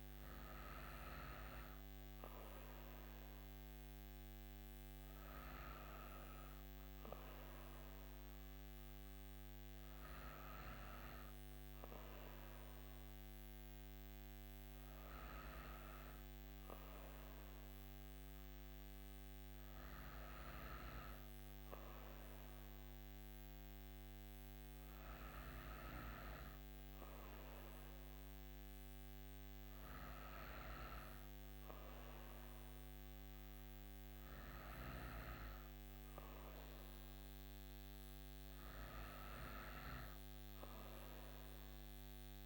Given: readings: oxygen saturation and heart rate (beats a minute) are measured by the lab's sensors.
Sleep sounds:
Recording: breathing in sleep by a microphone on the trachea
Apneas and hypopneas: none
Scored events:
none scored
From the record:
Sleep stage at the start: N2 (light sleep)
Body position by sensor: on the right side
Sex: female

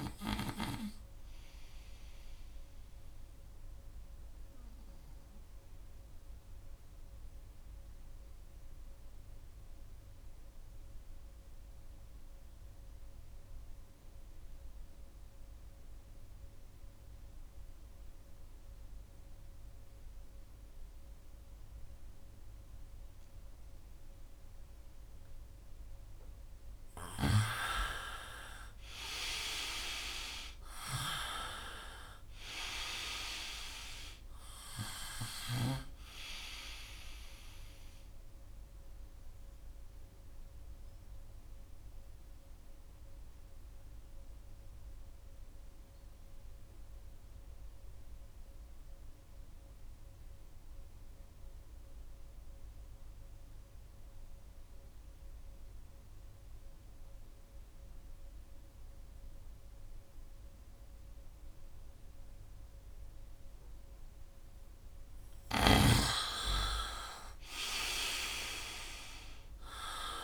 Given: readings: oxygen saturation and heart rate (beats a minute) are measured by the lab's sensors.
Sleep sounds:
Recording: breathing in sleep by a room microphone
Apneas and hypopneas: 2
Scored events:
0.00-19.50 s: oxygen desaturation (device-marked, oxygen 85% lowest, heart rate 64 extreme)
1.00-24.50 s: obstructive apnea (oxygen 98% before, 85% lowest, heart rate 68 before, 62 extreme, up 1 after)
28.00-32.00 s: arousal
31.50-55.50 s: oxygen desaturation (device-marked, oxygen 98% before, 85% lowest, heart rate 68 before, 62 extreme)
39.00-63.50 s: obstructive apnea (oxygen 98% before, 85% lowest, heart rate 68 before, 62 extreme, up 7 after)
65.50-69.00 s: arousal
From the record:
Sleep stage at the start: N2 (light sleep)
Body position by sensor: on the right side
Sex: male

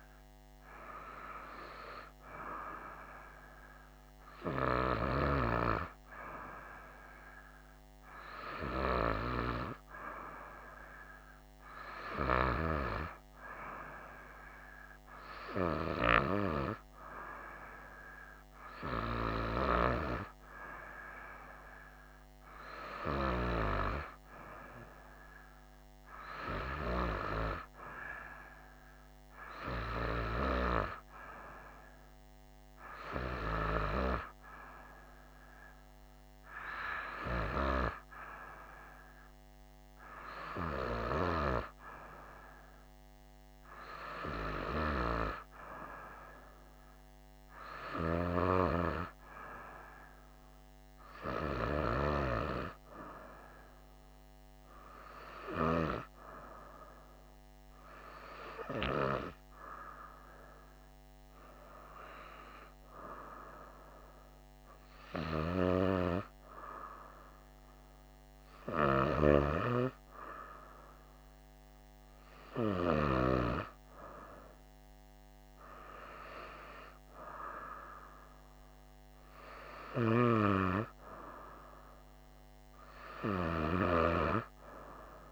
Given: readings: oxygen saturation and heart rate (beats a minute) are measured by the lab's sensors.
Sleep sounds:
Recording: breathing in sleep by a microphone on the trachea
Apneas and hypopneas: none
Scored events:
none scored
From the record:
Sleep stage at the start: N2 (light sleep)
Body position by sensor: on the right side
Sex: female

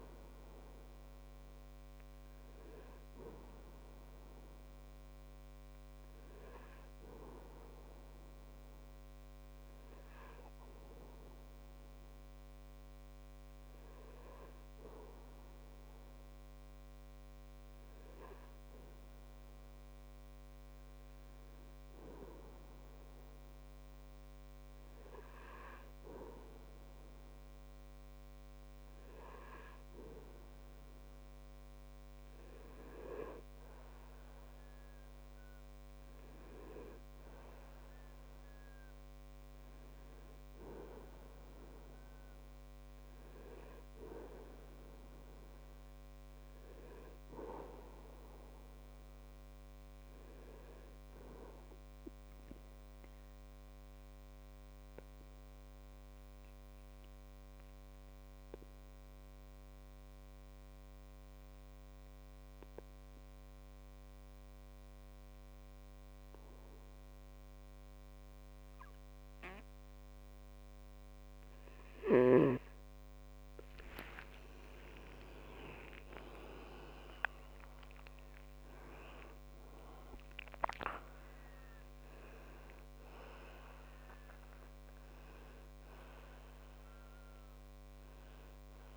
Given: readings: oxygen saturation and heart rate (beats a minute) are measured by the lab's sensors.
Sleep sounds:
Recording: breathing in sleep by a microphone on the trachea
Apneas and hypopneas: 2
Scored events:
9.50-30.50 s: hypopnea (oxygen 97% before, 94% lowest)
32.50-36.50 s: arousal
51.50-72.50 s: obstructive apnea (oxygen 98% before, 93% lowest)
74.00-78.00 s: arousal
74.50-88.97 s: new sleep stage, N1 (lightest sleep)
79.50-85.50 s: oxygen desaturation (device-marked, oxygen 98% before, 94% lowest)
From the record:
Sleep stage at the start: N2 (light sleep)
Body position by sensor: on the back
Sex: male

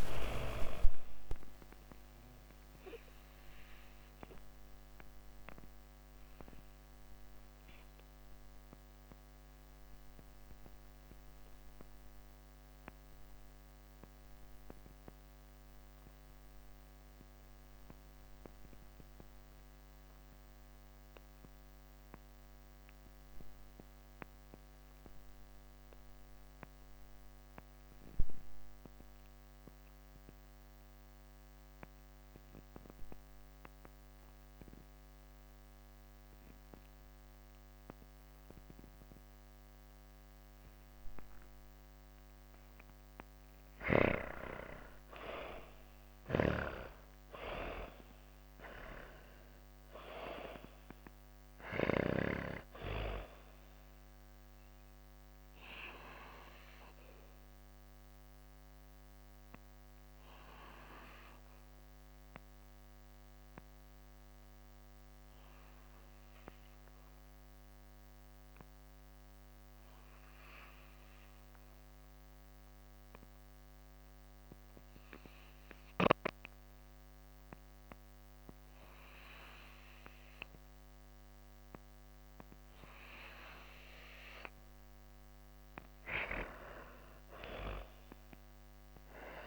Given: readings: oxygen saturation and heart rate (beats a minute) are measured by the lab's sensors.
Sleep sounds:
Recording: breathing in sleep by a microphone on the trachea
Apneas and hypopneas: 2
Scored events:
0.00-29.50 s: oxygen desaturation (device-marked, oxygen 85% lowest)
1.00-40.50 s: obstructive apnea (oxygen 99% before, 79% lowest)
37.50-68.50 s: oxygen desaturation (device-marked, oxygen 99% before, 79% lowest)
43.50-48.00 s: arousal
53.00-82.00 s: obstructive apnea (oxygen 99% before, 79% lowest)
86.00-89.47 s: arousal
From the record:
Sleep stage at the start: N2 (light sleep)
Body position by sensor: on the back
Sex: female

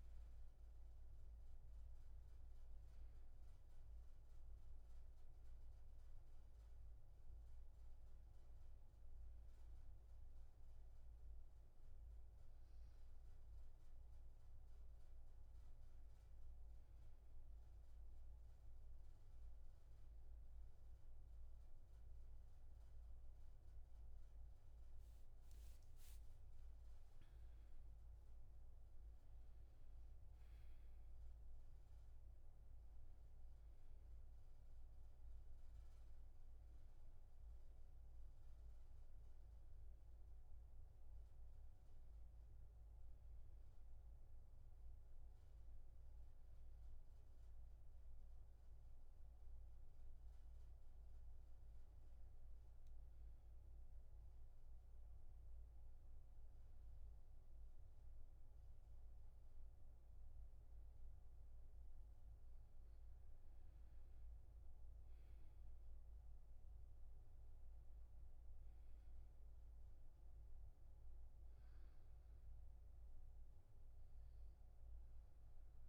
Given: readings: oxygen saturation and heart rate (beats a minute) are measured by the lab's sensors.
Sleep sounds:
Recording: breathing in sleep, hard to hear, by a room microphone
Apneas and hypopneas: 2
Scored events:
0.00-12.50 s: oxygen desaturation (device-marked, oxygen 91% lowest, heart rate 73 extreme)
1.50-75.89 s: new sleep stage, N2 (light sleep)
11.50-24.00 s: hypopnea (oxygen 98% before, 91% lowest, heart rate 76 before, 73 extreme, up 9 after)
28.00-31.00 s: arousal
47.50-51.00 s: arousal
53.50-63.50 s: obstructive apnea (oxygen 97% before, 91% lowest, heart rate 82 before, 72 extreme, up 6 after)
59.50-75.89 s: oxygen desaturation (device-marked, oxygen 97% before, 91% lowest, heart rate 81 before, 74 extreme)
66.00-69.50 s: arousal
From the record:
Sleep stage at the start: N1 (lightest sleep)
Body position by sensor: on the back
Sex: male

